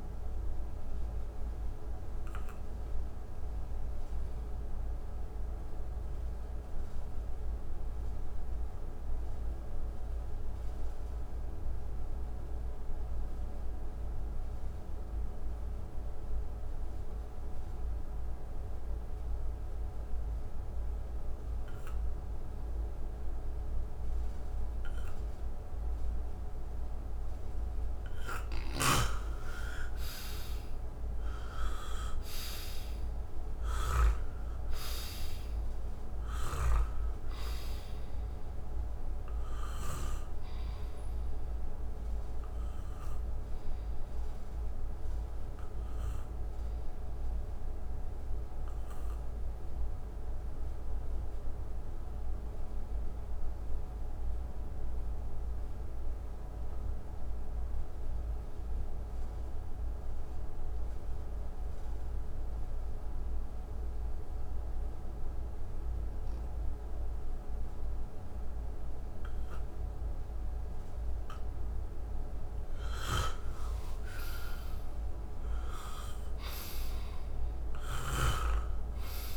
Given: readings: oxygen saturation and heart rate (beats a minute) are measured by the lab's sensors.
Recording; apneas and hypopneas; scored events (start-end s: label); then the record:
breathing in sleep by a room microphone; 2
0.00-10.50 s: oxygen desaturation (device-marked, oxygen 84% lowest, heart rate 58 extreme)
0.50-27.50 s: obstructive apnea (oxygen 98% before, 79% lowest, heart rate 67 before, 61 extreme, up 30 after)
23.50-53.50 s: oxygen desaturation (device-marked, oxygen 98% before, 79% lowest, heart rate 64 before, 61 extreme)
28.50-37.00 s: snoring (device-marked)
29.50-34.00 s: arousal
41.50-71.50 s: obstructive apnea (oxygen 98% before, 79% lowest, heart rate 74 before, 61 extreme, up 9 after)
65.50-79.37 s: oxygen desaturation (device-marked, oxygen 98% before, 82% lowest, heart rate 65 before, 62 extreme)
73.00-79.37 s: snoring (device-marked)
73.50-78.00 s: arousal
From the record:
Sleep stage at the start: N2 (light sleep); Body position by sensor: on the back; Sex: male